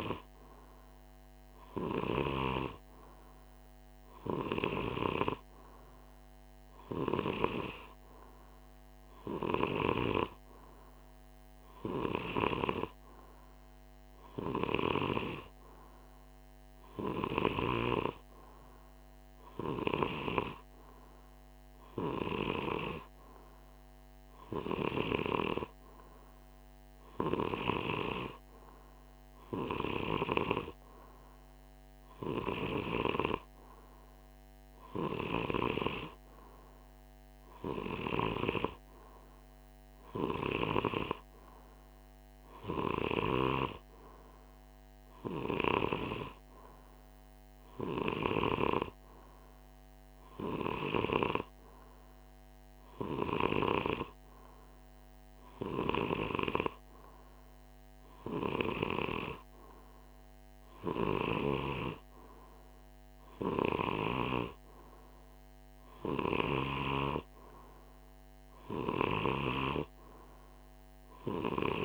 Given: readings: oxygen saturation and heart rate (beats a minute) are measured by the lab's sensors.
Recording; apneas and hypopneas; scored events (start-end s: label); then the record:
breathing in sleep by a microphone on the trachea; none
none scored
From the record:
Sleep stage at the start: N2 (light sleep); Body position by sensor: on the right side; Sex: male